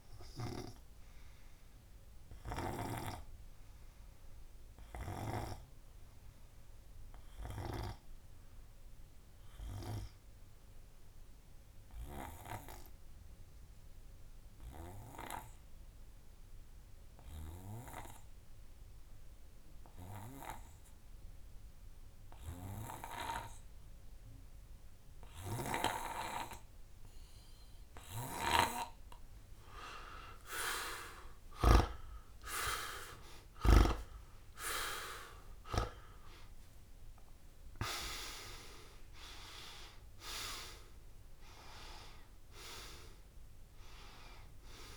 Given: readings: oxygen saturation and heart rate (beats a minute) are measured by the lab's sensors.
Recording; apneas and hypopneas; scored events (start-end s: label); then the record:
breathing in sleep by a room microphone; 1
1.00-3.00 s: long interval between heartbeats (device-marked)
1.00-29.50 s: obstructive apnea (oxygen 99% before, 92% lowest)
3.50-16.50 s: tachycardia (device-marked, heart rate 35 before, 169 extreme)
7.00-9.00 s: long interval between heartbeats (device-marked, heart rate 38 before, 104 extreme)
10.50-12.50 s: long interval between heartbeats (device-marked, heart rate 58 before, 153 extreme)
11.50-20.50 s: oxygen desaturation (device-marked, oxygen 96% before, 92% lowest, heart rate 64 before, 52 extreme)
17.00-19.00 s: long interval between heartbeats (device-marked, heart rate 88 before, 118 extreme)
20.00-22.00 s: long interval between heartbeats (device-marked, heart rate 102 before, 85 extreme)
27.50-29.50 s: long interval between heartbeats (device-marked, heart rate 109 before, 54 extreme)
30.50-32.50 s: long interval between heartbeats (device-marked, heart rate 97 before, 67 extreme)
31.50-36.00 s: arousal
31.50-44.97 s: oxygen desaturation (device-marked, oxygen 98% before, 94% lowest, heart rate 92 before, 36 extreme)
32.50-44.50 s: tachycardia (device-marked, heart rate 41 before, 150 extreme)
33.50-35.50 s: long interval between heartbeats (device-marked, heart rate 86 before, 85 extreme)
36.50-38.50 s: long interval between heartbeats (device-marked, heart rate 81 before, 117 extreme)
41.00-43.00 s: long interval between heartbeats (device-marked, heart rate 85 before, 148 extreme)
From the record:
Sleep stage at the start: N2 (light sleep); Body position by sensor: on the back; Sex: male